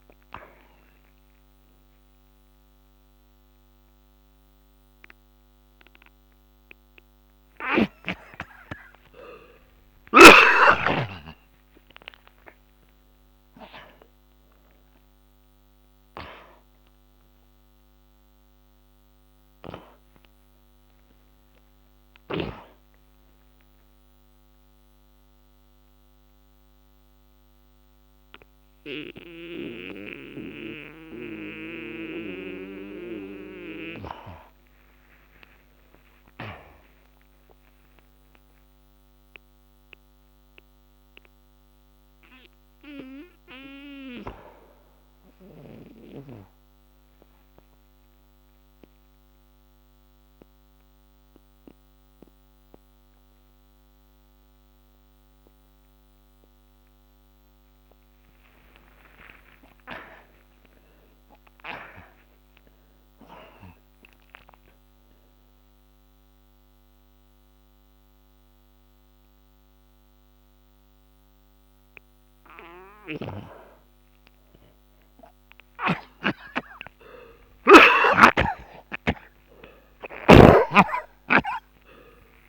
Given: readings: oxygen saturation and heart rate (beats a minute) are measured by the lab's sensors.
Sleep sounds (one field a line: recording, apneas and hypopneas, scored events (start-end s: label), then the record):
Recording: breathing in sleep by a microphone on the trachea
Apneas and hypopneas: 2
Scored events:
1.50-13.50 s: oxygen desaturation (device-marked, oxygen 96% before, 84% lowest, heart rate 75 before, 42 extreme)
6.50-82.49 s: new sleep stage, N2 (light sleep)
14.00-18.50 s: arousal
20.50-29.50 s: oxygen desaturation (device-marked, oxygen 91% before, 88% lowest, heart rate 100 before, 37 extreme)
23.00-35.00 s: obstructive apnea (oxygen 96% before, 67% lowest, heart rate 98 before, 37 extreme, up 23 after)
36.00-39.50 s: arousal
43.50-62.50 s: oxygen desaturation (device-marked, oxygen 96% before, 87% lowest, heart rate 59 before, 37 extreme)
45.00-58.00 s: obstructive apnea (oxygen 96% before, 67% lowest, heart rate 58 before, 37 extreme, up 34 after)
59.50-63.00 s: arousal
64.50-82.49 s: oxygen desaturation (device-marked, oxygen 90% before, 67% lowest, heart rate 54 before, 48 extreme)
78.00-82.49 s: arousal
78.50-82.49 s: snoring (device-marked)
From the record:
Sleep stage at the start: N1 (lightest sleep)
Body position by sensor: on the back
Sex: male